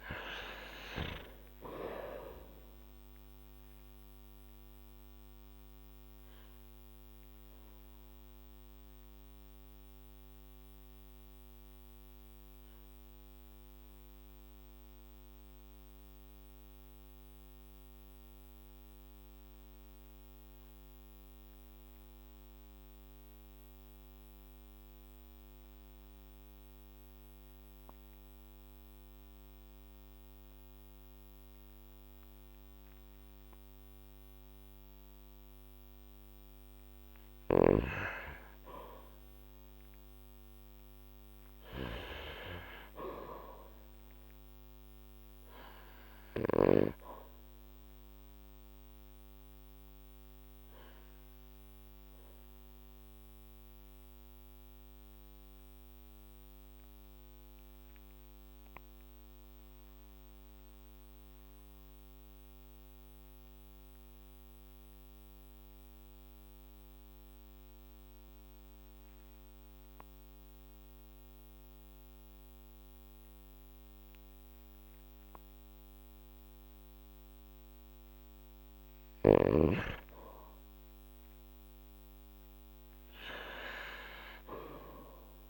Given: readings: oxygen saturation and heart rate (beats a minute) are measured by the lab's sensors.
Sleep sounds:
breathing in sleep by a microphone on the trachea; 2
0.00-4.50 s: oxygen desaturation (device-marked, oxygen 92% lowest, heart rate 46 extreme)
4.00-34.50 s: obstructive apnea (oxygen 98% before, 92% lowest, heart rate 53 before, 46 extreme, up 7 after)
37.50-43.50 s: oxygen desaturation (device-marked, oxygen 98% before, 94% lowest, heart rate 49 before, 48 extreme)
38.00-42.00 s: arousal
48.00-77.50 s: obstructive apnea (oxygen 98% before, 95% lowest, heart rate 53 before, 47 extreme, up 8 after)
79.50-85.50 s: oxygen desaturation (device-marked, oxygen 98% before, 95% lowest, heart rate 50 before, 51 extreme)
80.50-85.50 s: arousal
From the record:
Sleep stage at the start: N2 (light sleep); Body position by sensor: on the back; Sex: male

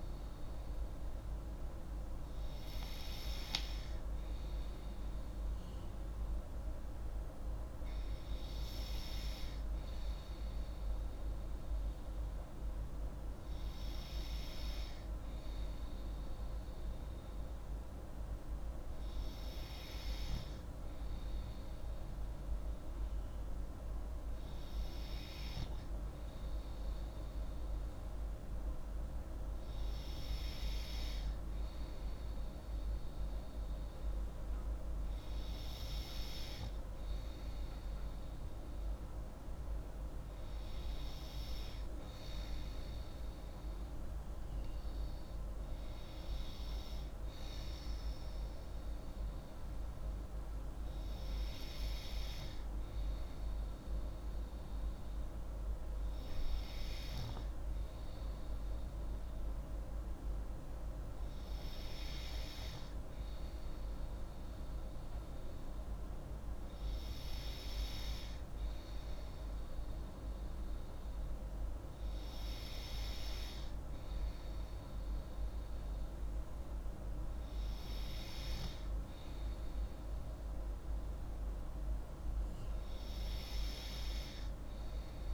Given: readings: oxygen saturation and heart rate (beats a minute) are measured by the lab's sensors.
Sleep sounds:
breathing in sleep, hard to hear, by a room microphone; none
none scored
From the record:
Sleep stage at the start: N2 (light sleep); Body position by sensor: on the left side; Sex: female

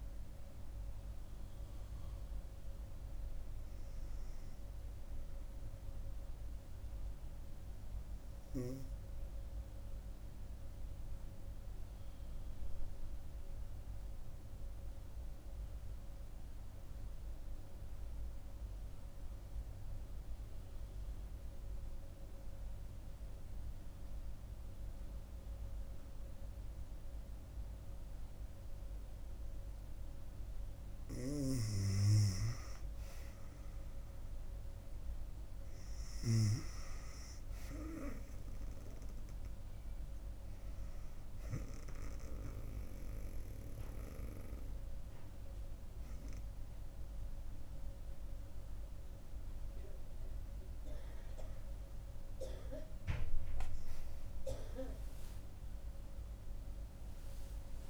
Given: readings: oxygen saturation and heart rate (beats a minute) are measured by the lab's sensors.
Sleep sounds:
breathing in sleep by a room microphone; 2
0.00-15.50 s: oxygen desaturation (device-marked, oxygen 93% lowest, heart rate 65 extreme)
10.50-31.50 s: obstructive apnea (oxygen 97% before, 94% lowest, heart rate 75 before, 66 extreme, up 5 after)
33.50-37.00 s: arousal
34.50-55.50 s: oxygen desaturation (device-marked, oxygen 98% before, 94% lowest, heart rate 67 before, 66 extreme)
43.00-53.50 s: hypopnea (oxygen 98% before, 94% lowest, heart rate 69 before, 66 extreme, up 14 after)
55.50-57.90 s: arousal
From the record:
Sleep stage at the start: N2 (light sleep); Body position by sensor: on the right side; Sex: female

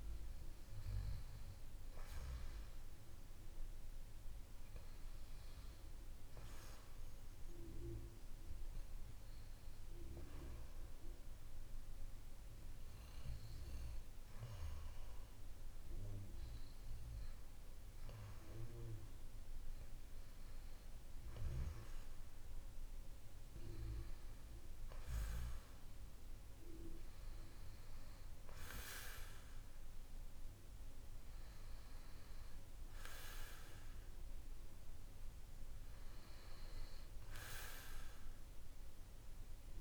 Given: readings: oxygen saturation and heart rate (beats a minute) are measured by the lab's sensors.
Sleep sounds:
breathing in sleep by a room microphone; none
none scored
From the record:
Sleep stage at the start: N2 (light sleep); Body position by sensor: on the back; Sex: male

